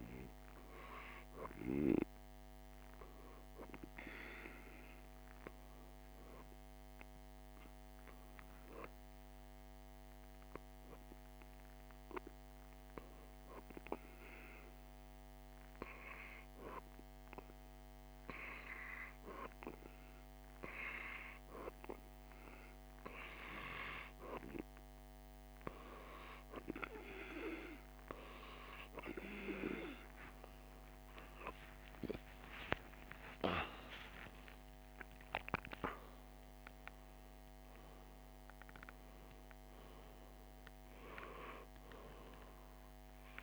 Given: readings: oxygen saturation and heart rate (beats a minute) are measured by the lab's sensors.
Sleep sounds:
a person awake in a sleep study, by a microphone on the trachea; 1
8.50-21.00 s: hypopnea (oxygen 98% before, 93% lowest, heart rate 49 before, 47 extreme, up 1 after)
18.00-43.43 s: new sleep stage, awake
From the record:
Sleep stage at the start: N2 (light sleep); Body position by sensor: on the back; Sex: male

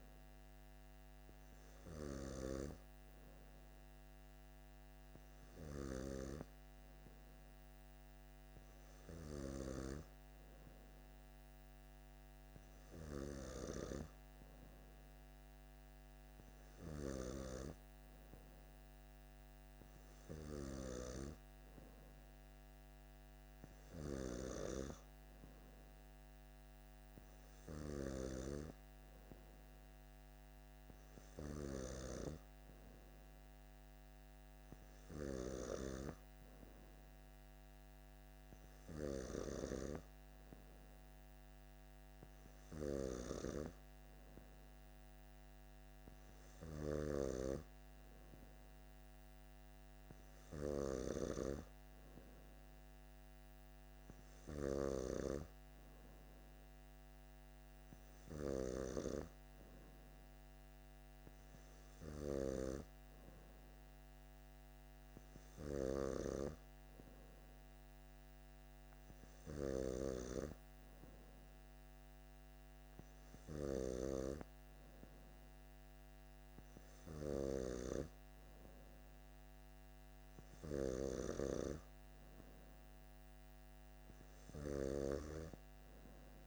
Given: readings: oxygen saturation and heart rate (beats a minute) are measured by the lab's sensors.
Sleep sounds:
breathing in sleep by a microphone on the trachea; none
none scored
From the record:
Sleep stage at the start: N2 (light sleep); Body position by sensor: on the back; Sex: male

